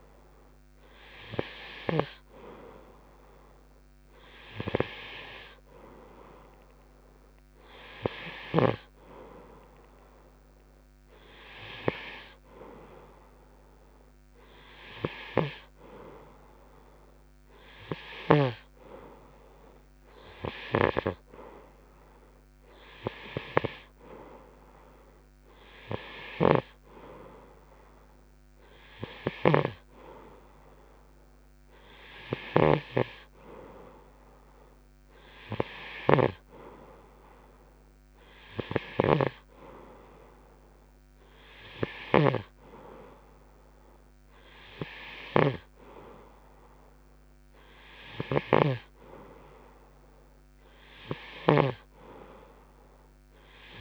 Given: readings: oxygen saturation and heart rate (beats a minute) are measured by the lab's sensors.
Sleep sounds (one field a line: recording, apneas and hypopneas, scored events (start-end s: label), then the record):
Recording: breathing in sleep by a microphone on the trachea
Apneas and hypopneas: none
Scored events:
29.50-36.50 s: snoring (device-marked)
48.50-52.00 s: snoring (device-marked)
From the record:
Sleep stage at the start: N2 (light sleep)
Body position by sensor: on the right side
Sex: male